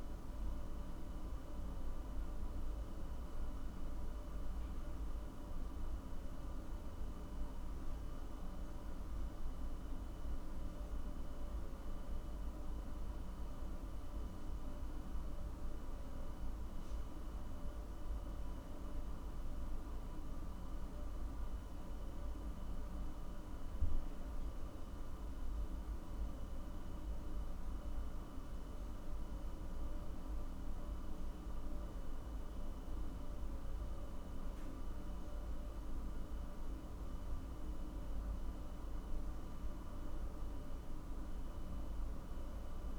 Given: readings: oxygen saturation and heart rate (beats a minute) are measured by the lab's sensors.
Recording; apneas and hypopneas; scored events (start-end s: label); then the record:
a person awake in a sleep study, hard to hear, by a room microphone; none
none scored
From the record:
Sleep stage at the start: awake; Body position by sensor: on the back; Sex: male